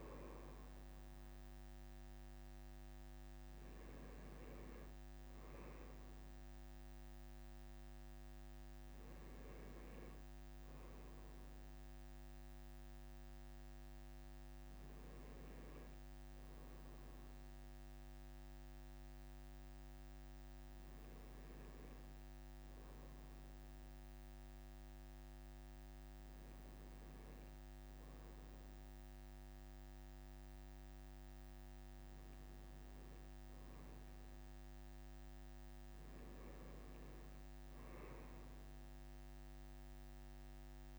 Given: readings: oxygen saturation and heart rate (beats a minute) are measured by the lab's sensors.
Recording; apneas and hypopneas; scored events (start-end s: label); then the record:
breathing in sleep, hard to hear, by a microphone on the trachea; none
27.50-40.99 s: new sleep stage, N2 (light sleep)
33.50-37.50 s: leg movement (device-marked)
From the record:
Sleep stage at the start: N1 (lightest sleep); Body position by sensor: on the right side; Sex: male